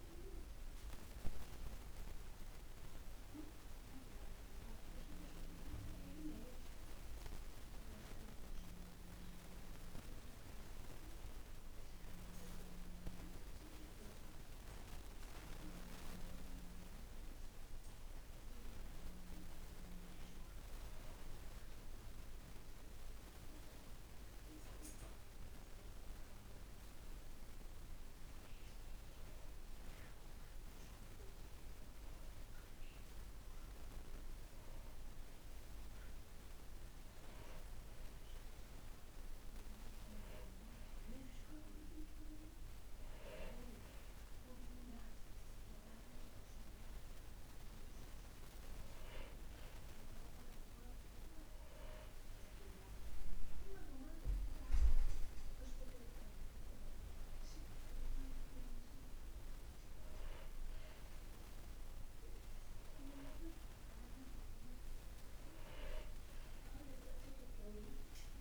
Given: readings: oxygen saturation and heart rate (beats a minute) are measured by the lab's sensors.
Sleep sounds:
breathing in sleep by a room microphone; none
none scored
From the record:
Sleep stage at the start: N2 (light sleep); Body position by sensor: on the back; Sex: male

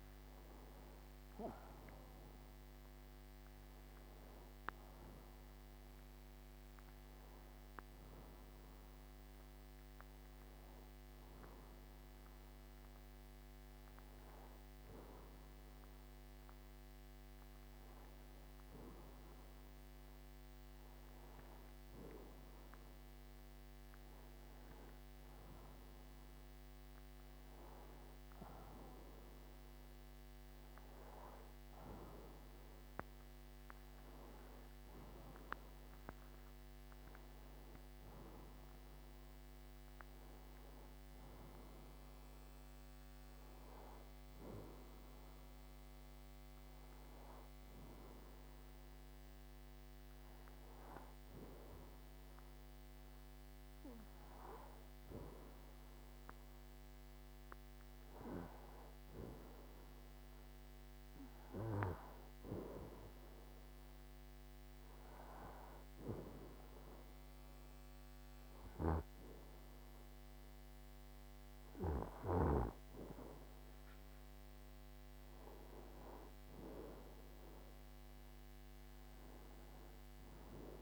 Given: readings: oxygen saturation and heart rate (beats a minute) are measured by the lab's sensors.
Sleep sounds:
breathing in sleep by a microphone on the trachea; 1
5.00-19.00 s: oxygen desaturation (device-marked, oxygen 96% before, 91% lowest, heart rate 81 before, 77 extreme)
63.50-76.50 s: hypopnea (oxygen 92% before, 89% lowest, heart rate 83 before, 78 extreme, up 0 after)
77.50-80.50 s: arousal
From the record:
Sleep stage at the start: N2 (light sleep); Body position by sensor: on the right side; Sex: male

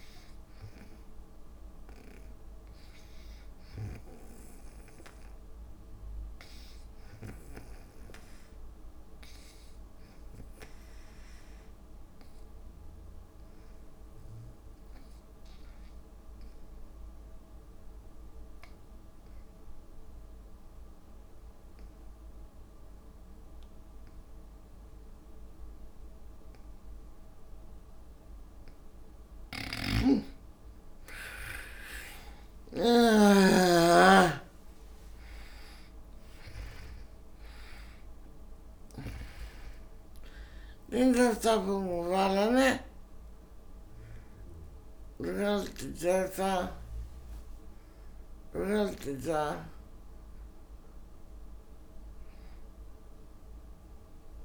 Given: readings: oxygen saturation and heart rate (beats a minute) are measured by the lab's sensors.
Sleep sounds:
breathing in sleep by a room microphone; 1
12.00-28.00 s: obstructive apnea (oxygen 96% before, 72% lowest, heart rate 64 before, 62 extreme, up 14 after)
22.00-54.45 s: oxygen desaturation (device-marked, oxygen 96% before, 72% lowest, heart rate 63 before, 66 extreme)
29.50-33.50 s: snoring (device-marked)
30.50-34.00 s: arousal
33.00-46.00 s: drop in pulse transit time (device-marked, heart rate 66 before, 73 extreme)
41.50-49.00 s: snoring (device-marked)
From the record:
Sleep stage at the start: N2 (light sleep); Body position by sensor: on the back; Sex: female

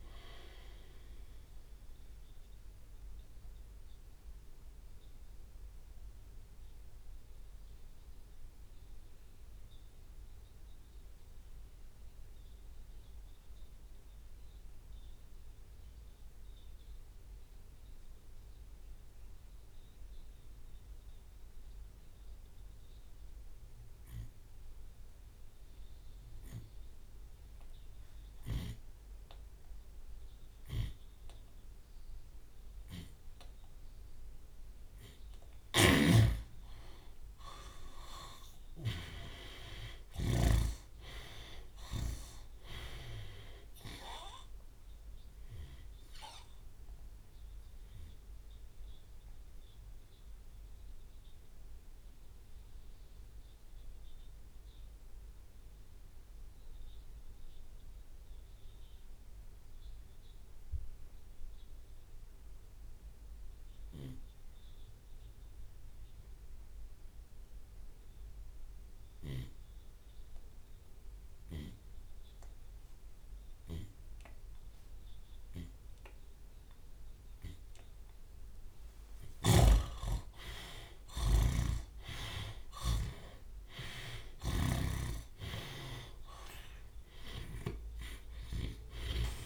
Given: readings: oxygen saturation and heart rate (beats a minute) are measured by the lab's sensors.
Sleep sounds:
breathing in sleep by a room microphone; 2
0.00-22.00 s: drop in pulse transit time (device-marked)
3.00-33.00 s: obstructive apnea (oxygen 96% before, 74% lowest, heart rate 101 before, 37 extreme, up 19 after)
17.00-29.00 s: oxygen desaturation (device-marked, oxygen 96% before, 74% lowest, heart rate 44 before, 55 extreme)
23.00-32.00 s: tachycardia (device-marked, heart rate 70 before, 134 extreme)
24.50-26.50 s: long interval between heartbeats (device-marked, heart rate 47 before, 83 extreme)
27.00-29.00 s: long interval between heartbeats (device-marked, heart rate 57 before, 117 extreme)
29.00-31.00 s: long interval between heartbeats (device-marked, heart rate 66 before, 130 extreme)
31.00-33.00 s: long interval between heartbeats (device-marked, heart rate 75 before, 115 extreme)
33.50-35.50 s: long interval between heartbeats (device-marked, heart rate 83 before, 105 extreme)
35.50-37.50 s: long interval between heartbeats (device-marked, heart rate 88 before, 100 extreme)
35.50-41.00 s: snoring (device-marked)
37.50-39.50 s: long interval between heartbeats (device-marked, heart rate 92 before, 93 extreme)
38.00-42.50 s: arousal
38.00-45.00 s: tachycardia (device-marked, heart rate 72 before, 114 extreme)
40.00-51.00 s: drop in pulse transit time (device-marked, heart rate 97 before, 87 extreme)
42.00-44.00 s: long interval between heartbeats (device-marked, heart rate 102 before, 113 extreme)
46.00-48.00 s: long interval between heartbeats (device-marked, heart rate 111 before, 113 extreme)
47.00-77.50 s: obstructive apnea (oxygen 99% before, 76% lowest, heart rate 112 before, 54 extreme)
49.00-51.00 s: long interval between heartbeats (device-marked, heart rate 110 before, 87 extreme)
63.00-74.00 s: oxygen desaturation (device-marked, oxygen 96% before, 76% lowest, heart rate 83 before, 75 extreme)
64.50-66.50 s: long interval between heartbeats (device-marked, heart rate 80 before, 61 extreme)
69.00-84.00 s: tachycardia (device-marked, heart rate 75 before, 166 extreme)
69.50-71.50 s: long interval between heartbeats (device-marked, heart rate 68 before, 77 extreme)
72.50-74.50 s: long interval between heartbeats (device-marked, heart rate 67 before, 102 extreme)
74.50-76.50 s: long interval between heartbeats (device-marked, heart rate 71 before, 128 extreme)
77.00-79.00 s: long interval between heartbeats (device-marked, heart rate 82 before, 163 extreme)
79.50-83.50 s: arousal
79.50-85.00 s: snoring (device-marked)
81.50-83.50 s: long interval between heartbeats (device-marked, heart rate 102 before, 119 extreme)
85.00-87.00 s: long interval between heartbeats (device-marked, heart rate 116 before, 114 extreme)
85.00-89.45 s: drop in pulse transit time (device-marked, heart rate 116 before, 95 extreme)
85.00-89.45 s: tachycardia (device-marked, heart rate 78 before, 116 extreme)
From the record:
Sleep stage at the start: N2 (light sleep); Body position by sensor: on the left side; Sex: male

